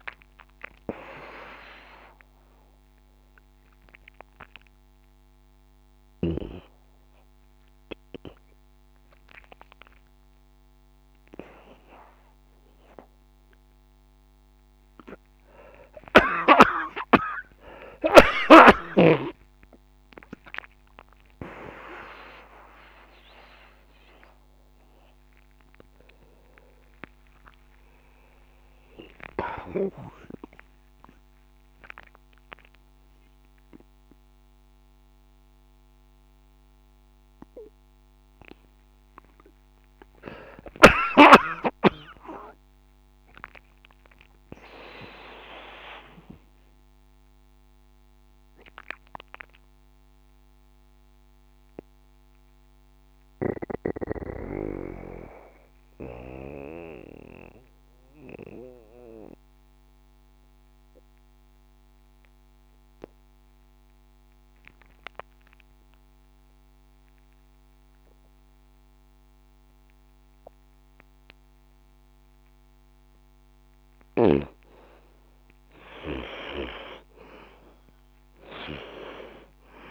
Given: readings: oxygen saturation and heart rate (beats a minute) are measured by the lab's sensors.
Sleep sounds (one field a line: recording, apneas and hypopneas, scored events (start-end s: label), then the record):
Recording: breathing in sleep by a microphone on the trachea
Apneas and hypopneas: 2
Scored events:
2.00-14.50 s: central apnea (oxygen 100% before, 96% lowest, heart rate 60 before, 60 extreme, up 0 after)
16.50-21.50 s: arousal
41.50-44.50 s: arousal
45.50-75.00 s: mixed apnea (oxygen 98% before, 80% lowest, heart rate 63 before, 60 extreme, up 0 after)
From the record:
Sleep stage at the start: N2 (light sleep)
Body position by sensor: on the back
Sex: male